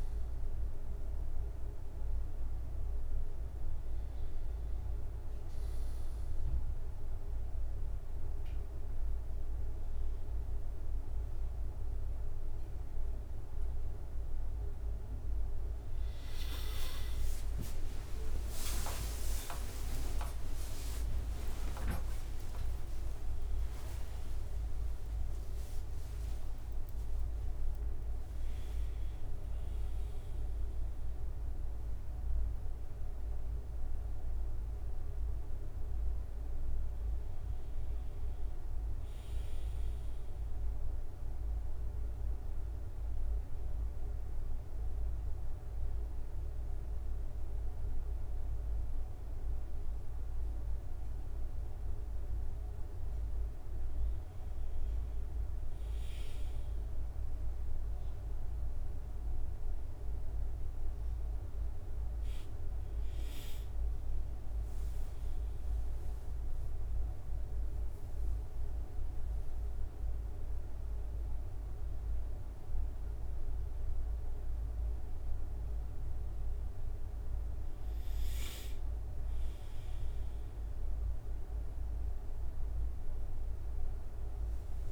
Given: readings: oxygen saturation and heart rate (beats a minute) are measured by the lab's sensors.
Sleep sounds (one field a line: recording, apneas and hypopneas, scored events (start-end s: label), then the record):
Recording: a person awake in a sleep study, hard to hear, by a room microphone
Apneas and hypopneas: none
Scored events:
9.50-84.92 s: new sleep stage, awake
16.50-28.50 s: tachycardia (device-marked, heart rate 74 before, 169 extreme)
18.50-20.50 s: long interval between heartbeats (device-marked, heart rate 70 before, 90 extreme)
18.50-28.50 s: drop in pulse transit time (device-marked, heart rate 70 before, 90 extreme)
20.50-22.50 s: long interval between heartbeats (device-marked, heart rate 73 before, 133 extreme)
25.50-27.50 s: long interval between heartbeats (device-marked, heart rate 93 before, 152 extreme)
28.50-30.50 s: long interval between heartbeats (device-marked, heart rate 105 before, 108 extreme)
29.50-33.50 s: bradycardia (device-marked, heart rate 75 before, 58 extreme)
35.50-41.50 s: tachycardia (device-marked, heart rate 75 before, 126 extreme)
40.50-42.50 s: long interval between heartbeats (device-marked, heart rate 112 before, 121 extreme)
From the record:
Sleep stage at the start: N1 (lightest sleep)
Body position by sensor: on the right side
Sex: male